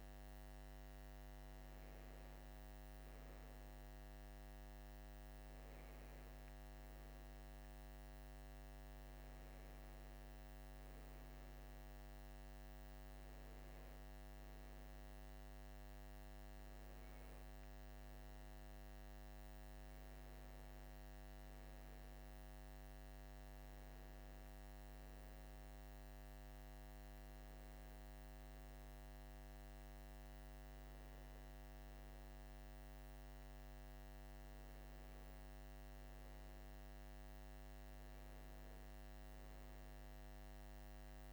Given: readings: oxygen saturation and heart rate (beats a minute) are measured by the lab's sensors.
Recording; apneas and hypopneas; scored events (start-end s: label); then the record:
breathing in sleep, hard to hear, by a microphone on the trachea; none
25.00-41.33 s: new sleep stage, N2 (light sleep)
From the record:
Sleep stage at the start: N1 (lightest sleep); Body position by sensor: on the right side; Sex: male